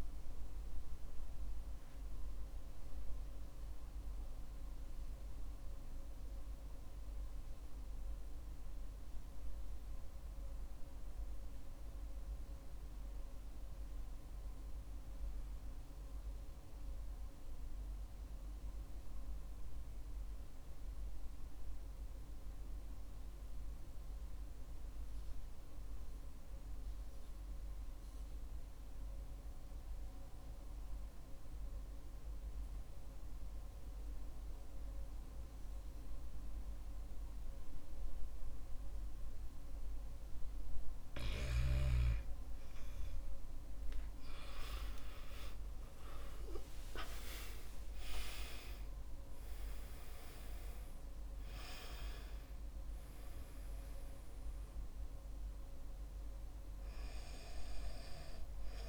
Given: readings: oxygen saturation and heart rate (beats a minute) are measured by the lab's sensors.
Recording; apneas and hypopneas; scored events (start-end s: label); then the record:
breathing in sleep by a room microphone; 1
0.00-1.00 s: oxygen desaturation (device-marked, oxygen 92% lowest, heart rate 49 extreme)
2.00-40.00 s: mixed apnea (oxygen 96% before, 87% lowest, heart rate 61 before, 45 extreme, up 25 after)
29.00-58.89 s: oxygen desaturation (device-marked, oxygen 99% before, 91% lowest, heart rate 52 before, 45 extreme)
44.00-49.00 s: arousal
From the record:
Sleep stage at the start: REM sleep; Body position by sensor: on the back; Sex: male